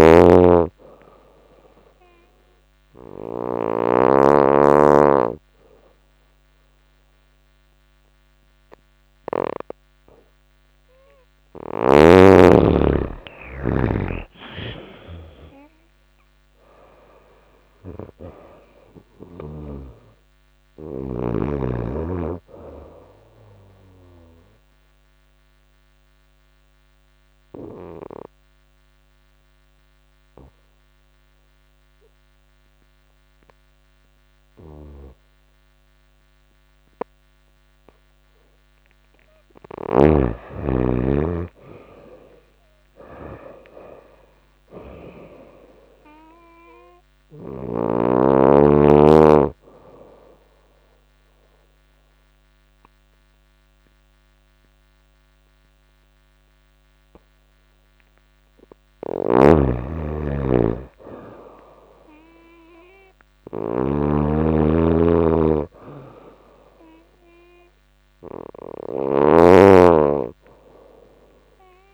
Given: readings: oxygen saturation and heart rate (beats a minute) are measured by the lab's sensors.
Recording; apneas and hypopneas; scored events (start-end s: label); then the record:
breathing in sleep by a microphone on the trachea; 3
0.00-3.00 s: snoring (device-marked)
1.00-11.00 s: obstructive apnea (oxygen 97% before, 89% lowest, heart rate 88 before, 86 extreme, up 5 after)
3.50-12.50 s: oxygen desaturation (device-marked, oxygen 97% before, 92% lowest, heart rate 88 before, 86 extreme)
12.50-16.50 s: arousal
13.50-19.00 s: snoring (device-marked)
20.50-37.50 s: oxygen desaturation (device-marked, oxygen 95% before, 89% lowest, heart rate 89 before, 86 extreme)
23.00-39.00 s: obstructive apnea (oxygen 97% before, 89% lowest, heart rate 89 before, 86 extreme, up 42 after)
34.00-39.50 s: snoring (device-marked)
40.00-43.50 s: arousal
48.50-58.50 s: obstructive apnea (oxygen 98% before, 90% lowest, heart rate 100 before, 86 extreme, up 2 after)
48.50-63.50 s: oxygen desaturation (device-marked, oxygen 98% before, 90% lowest, heart rate 100 before, 86 extreme)
58.50-71.94 s: snoring (device-marked)
61.50-65.50 s: arousal
From the record:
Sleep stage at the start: N2 (light sleep); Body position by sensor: on the back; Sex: female